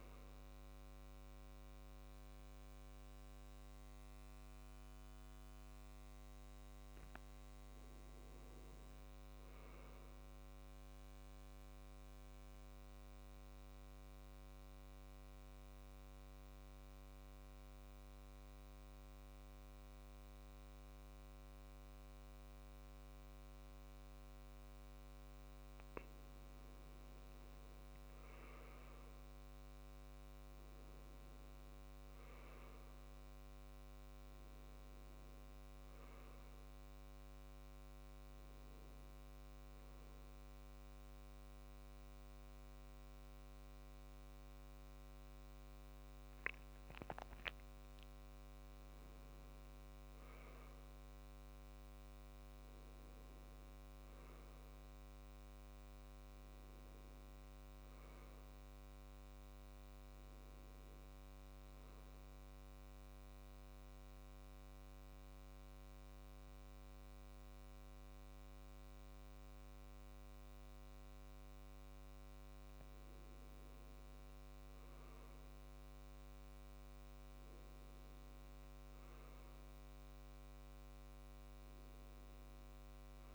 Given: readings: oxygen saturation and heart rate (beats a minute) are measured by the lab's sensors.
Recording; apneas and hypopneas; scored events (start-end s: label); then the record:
breathing in sleep, hard to hear, by a microphone on the trachea; 3
0.00-14.50 s: oxygen desaturation (device-marked, oxygen 96% lowest, heart rate 62 extreme)
12.00-25.50 s: central apnea (oxygen 99% before, 93% lowest, heart rate 68 before, 62 extreme, up 9 after)
27.50-31.00 s: arousal
32.50-54.50 s: oxygen desaturation (device-marked, oxygen 97% before, 93% lowest, heart rate 66 before, 64 extreme)
40.50-50.50 s: central apnea (oxygen 98% before, 93% lowest, heart rate 69 before, 64 extreme, up 7 after)
53.50-57.00 s: arousal
62.50-73.00 s: mixed apnea (oxygen 98% before, 90% lowest, heart rate 69 before, 64 extreme, up 6 after)
76.00-79.50 s: arousal
From the record:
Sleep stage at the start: N2 (light sleep); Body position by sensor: on the back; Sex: male